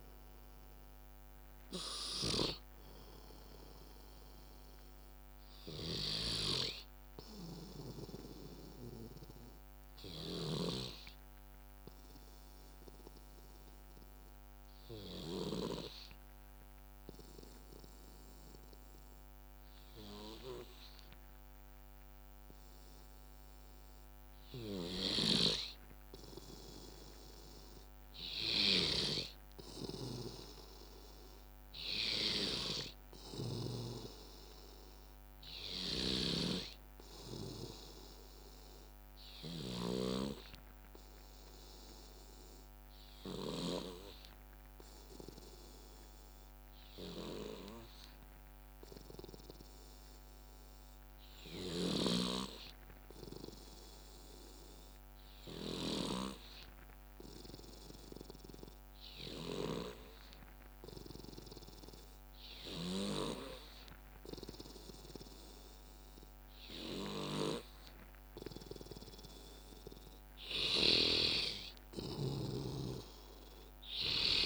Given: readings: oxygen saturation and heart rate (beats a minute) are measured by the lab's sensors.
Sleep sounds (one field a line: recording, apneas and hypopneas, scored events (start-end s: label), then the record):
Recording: breathing in sleep by a microphone on the trachea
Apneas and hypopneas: 2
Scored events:
0.00-1.50 s: drop in pulse transit time (device-marked, heart rate 72 extreme)
0.00-5.50 s: oxygen desaturation (device-marked, oxygen 89% lowest, heart rate 59 extreme)
9.50-11.50 s: bradycardia (device-marked, heart rate 63 before, 61 extreme)
9.50-27.50 s: obstructive apnea (oxygen 99% before, 92% lowest, heart rate 75 before, 58 extreme, up 4 after)
26.50-44.50 s: oxygen desaturation (device-marked, oxygen 99% before, 95% lowest, heart rate 63 before, 58 extreme)
30.50-33.50 s: arousal
43.00-69.00 s: obstructive apnea (oxygen 99% before, 92% lowest, heart rate 64 before, 58 extreme, up 12 after)
46.50-49.50 s: bradycardia (device-marked, heart rate 63 before, 59 extreme)
51.50-53.50 s: bradycardia (device-marked, heart rate 63 before, 59 extreme)
55.50-57.50 s: bradycardia (device-marked, heart rate 63 before, 59 extreme)
72.00-74.46 s: arousal
From the record:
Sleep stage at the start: N2 (light sleep)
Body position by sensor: on the back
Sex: male